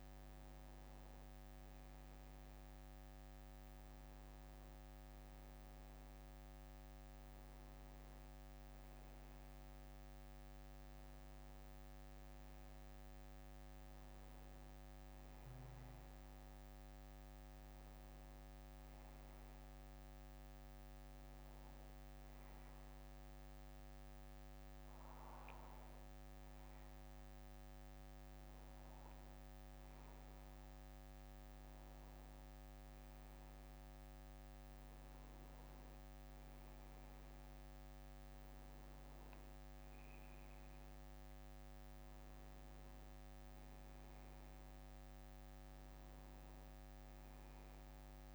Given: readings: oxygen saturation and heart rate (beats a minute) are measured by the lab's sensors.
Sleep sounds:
breathing in sleep, hard to hear, by a microphone on the trachea; none
10.50-12.50 s: bradycardia (device-marked, heart rate 63 before, 67 extreme)
13.50-15.50 s: bradycardia (device-marked, heart rate 63 before, 57 extreme)
16.50-23.50 s: bradycardia (device-marked, heart rate 63 before, 53 extreme)
From the record:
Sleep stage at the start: N2 (light sleep); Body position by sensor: on the back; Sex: male

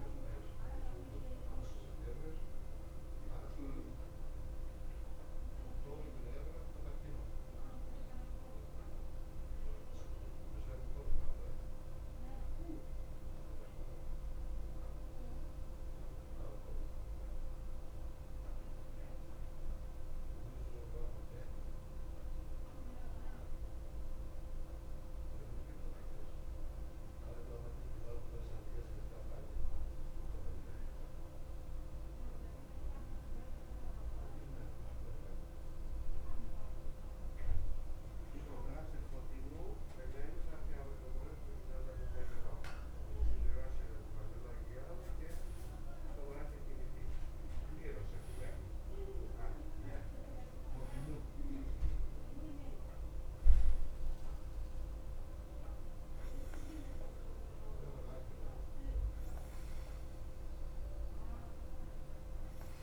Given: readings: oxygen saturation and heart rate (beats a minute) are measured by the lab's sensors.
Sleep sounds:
breathing in sleep by a room microphone; 1
0.00-9.00 s: oxygen desaturation (device-marked, oxygen 89% lowest, heart rate 52 extreme)
4.50-38.00 s: mixed apnea (oxygen 94% before, 88% lowest, heart rate 55 before, 51 extreme, up 1 after)
11.00-22.00 s: oxygen desaturation (device-marked, oxygen 93% before, 89% lowest, heart rate 54 before, 51 extreme)
40.50-45.00 s: arousal
From the record:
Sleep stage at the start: N2 (light sleep); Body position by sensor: on the back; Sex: male

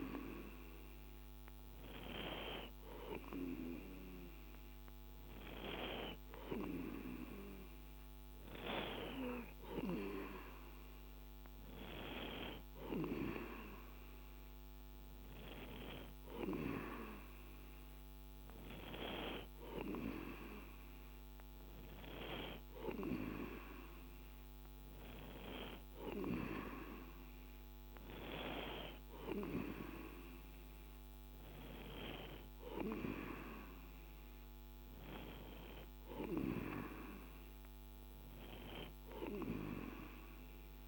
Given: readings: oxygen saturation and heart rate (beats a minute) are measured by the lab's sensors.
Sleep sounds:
breathing in sleep by a microphone on the trachea; none
none scored
From the record:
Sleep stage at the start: N2 (light sleep); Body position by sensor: on the right side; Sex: male

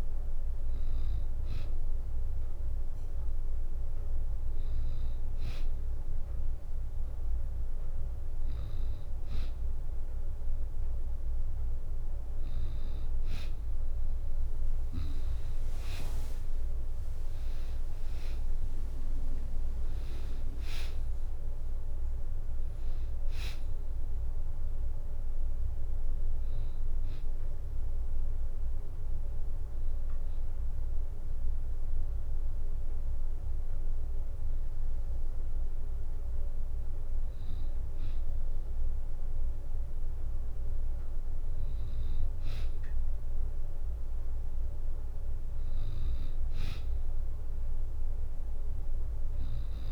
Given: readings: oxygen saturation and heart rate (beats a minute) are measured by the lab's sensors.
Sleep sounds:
breathing in sleep, hard to hear, by a room microphone; 1
14.00-17.00 s: arousal
14.00-28.00 s: drop in pulse transit time (device-marked, heart rate 66 before, 66 extreme)
27.50-38.50 s: hypopnea (oxygen 95% before, 93% lowest, heart rate 70 before, 60 extreme, up 5 after)
42.00-44.50 s: arousal
47.00-49.92 s: oxygen desaturation (device-marked, oxygen 96% before, 93% lowest, heart rate 62 before, 66 extreme)
From the record:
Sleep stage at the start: N2 (light sleep); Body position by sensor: on the back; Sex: female

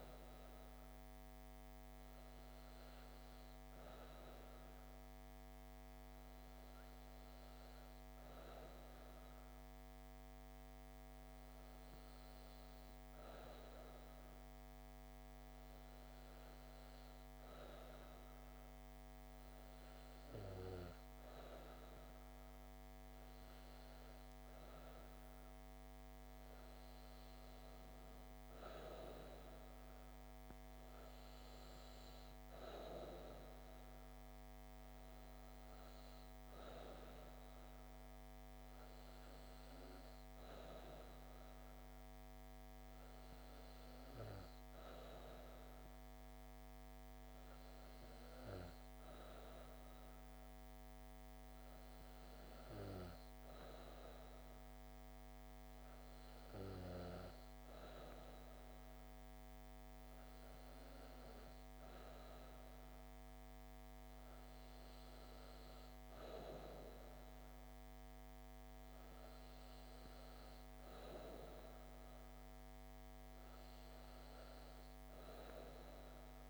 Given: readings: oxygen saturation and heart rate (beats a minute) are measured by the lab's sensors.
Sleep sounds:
breathing in sleep by a microphone on the trachea; none
none scored
From the record:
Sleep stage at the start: N2 (light sleep); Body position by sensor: on the back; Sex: female

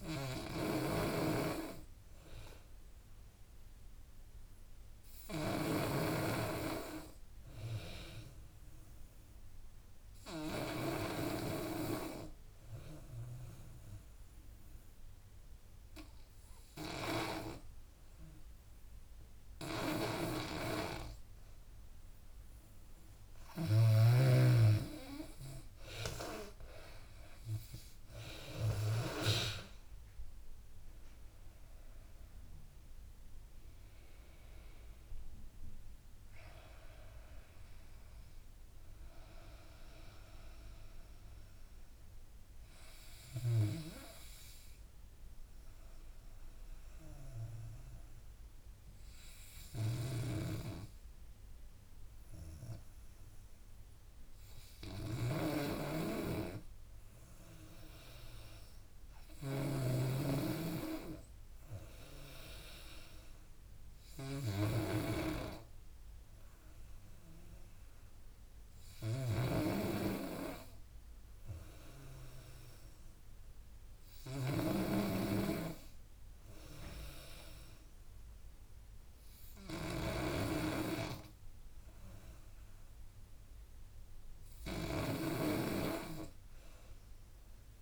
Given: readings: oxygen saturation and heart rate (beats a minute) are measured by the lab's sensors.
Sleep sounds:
breathing in sleep by a room microphone; 2
0.00-11.00 s: snoring (device-marked)
10.00-22.00 s: hypopnea (oxygen 94% before, 88% lowest, heart rate 78 before, 73 extreme, up 8 after)
10.00-24.00 s: oxygen desaturation (device-marked, oxygen 94% before, 91% lowest, heart rate 78 before, 73 extreme)
20.00-29.50 s: snoring (device-marked)
25.00-39.00 s: drop in pulse transit time (device-marked, heart rate 82 before, 79 extreme)
25.50-29.50 s: arousal
32.00-50.00 s: oxygen desaturation (device-marked, oxygen 92% before, 88% lowest, heart rate 84 before, 73 extreme)
45.50-56.50 s: obstructive apnea (oxygen 92% before, 88% lowest, heart rate 82 before, 75 extreme, up 10 after)
50.00-87.82 s: snoring (device-marked)
61.00-63.50 s: arousal
From the record:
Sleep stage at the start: N2 (light sleep); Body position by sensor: on the back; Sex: female

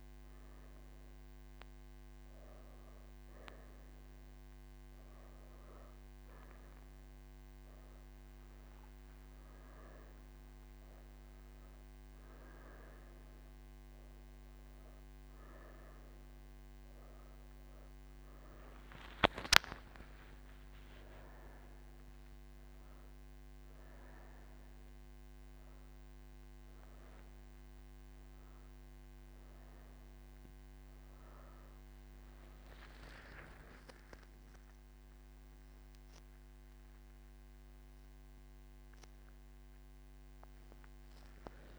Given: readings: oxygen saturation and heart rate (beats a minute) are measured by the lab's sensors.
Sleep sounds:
breathing in sleep by a microphone on the trachea; none
none scored
From the record:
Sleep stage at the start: N1 (lightest sleep); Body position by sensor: on the right side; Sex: female

